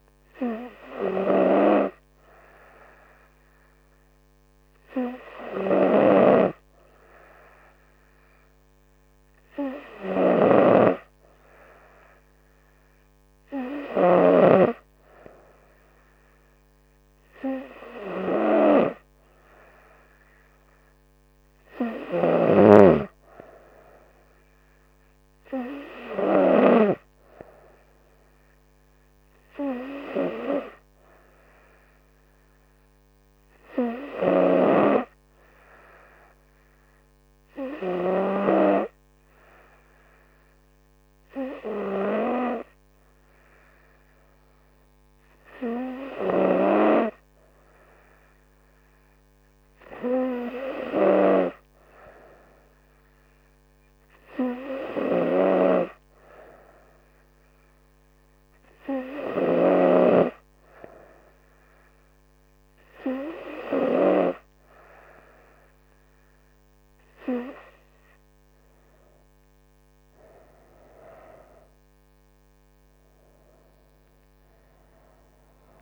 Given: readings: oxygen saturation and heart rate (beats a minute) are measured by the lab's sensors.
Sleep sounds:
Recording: breathing in sleep by a microphone on the trachea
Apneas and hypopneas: none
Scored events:
72.00-75.00 s: arousal
74.00-75.82 s: new sleep stage, N2 (light sleep)
From the record:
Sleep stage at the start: N3 (deep sleep)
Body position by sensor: on the front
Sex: female

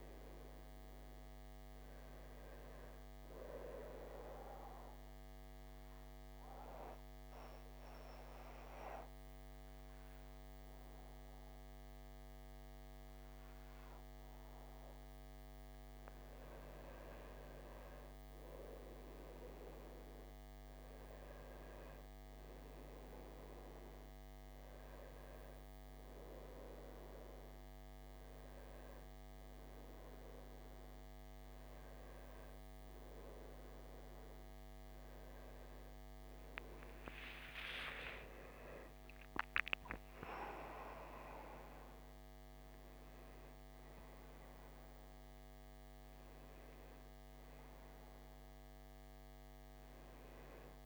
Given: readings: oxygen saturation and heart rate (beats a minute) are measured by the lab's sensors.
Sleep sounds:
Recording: breathing in sleep by a microphone on the trachea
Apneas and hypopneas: 1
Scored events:
0.00-2.00 s: arousal
1.50-17.50 s: oxygen desaturation (device-marked, oxygen 95% before, 90% lowest)
4.50-16.50 s: obstructive apnea (oxygen 96% before, 90% lowest)
20.50-25.00 s: arousal
26.50-39.50 s: oxygen desaturation (device-marked, oxygen 95% before, 90% lowest)
38.50-42.50 s: arousal
From the record:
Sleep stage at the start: N2 (light sleep)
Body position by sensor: on the back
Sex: male

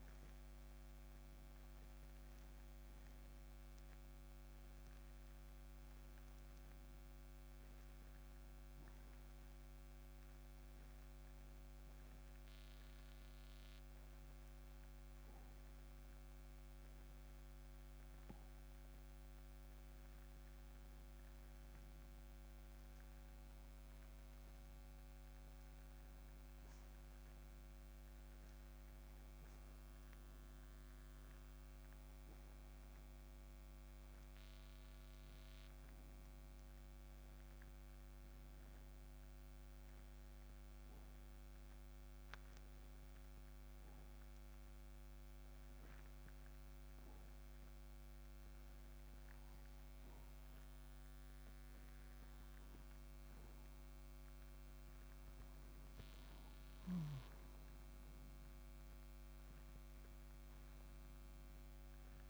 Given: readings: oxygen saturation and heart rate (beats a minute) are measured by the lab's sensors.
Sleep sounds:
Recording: breathing in sleep, hard to hear, by a microphone on the trachea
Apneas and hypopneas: 2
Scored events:
0.00-5.00 s: arousal
11.00-21.00 s: obstructive apnea (oxygen 96% before, 94% lowest)
26.50-31.00 s: arousal
39.00-52.00 s: obstructive apnea (oxygen 96% before, 93% lowest)
55.00-58.00 s: arousal
From the record:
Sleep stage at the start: N2 (light sleep)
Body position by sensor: on the right side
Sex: male

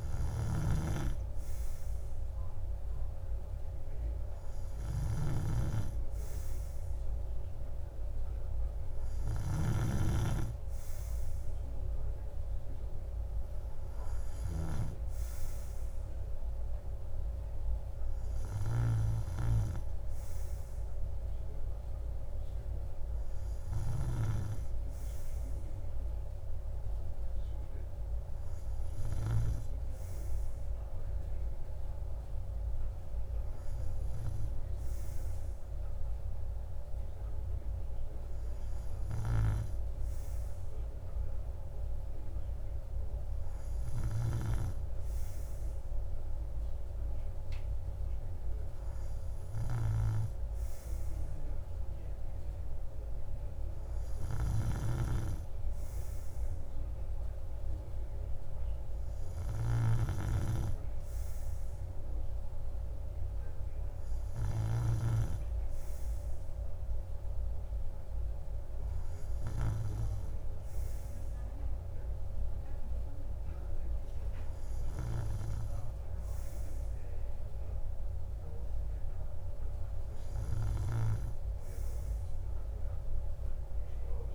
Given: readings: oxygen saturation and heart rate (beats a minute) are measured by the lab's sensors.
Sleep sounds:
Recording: breathing in sleep by a room microphone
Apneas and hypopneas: none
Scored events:
none scored
From the record:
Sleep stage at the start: N2 (light sleep)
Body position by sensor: on the right side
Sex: male

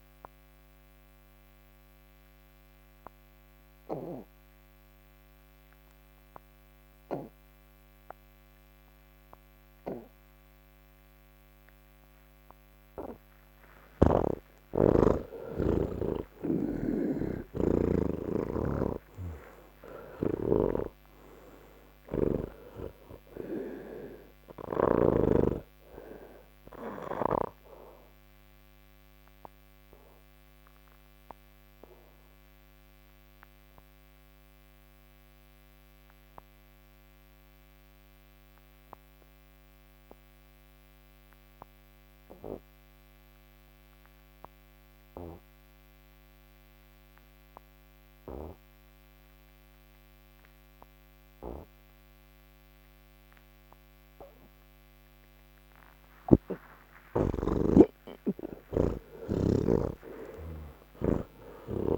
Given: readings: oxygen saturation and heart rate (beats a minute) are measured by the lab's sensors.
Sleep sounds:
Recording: breathing in sleep by a microphone on the trachea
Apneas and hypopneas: none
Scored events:
10.00-23.00 s: oxygen desaturation (device-marked, oxygen 98% before, 91% lowest, heart rate 74 before, 72 extreme)
13.50-17.50 s: snoring (device-marked)
19.50-25.00 s: snoring (device-marked)
25.00-41.00 s: oxygen desaturation (device-marked, oxygen 93% before, 83% lowest, heart rate 76 before, 72 extreme)
53.00-61.98 s: oxygen desaturation (device-marked, oxygen 98% before, 82% lowest, heart rate 74 before, 71 extreme)
59.00-61.98 s: snoring (device-marked)
From the record:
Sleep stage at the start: N1 (lightest sleep)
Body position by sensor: on the back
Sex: male

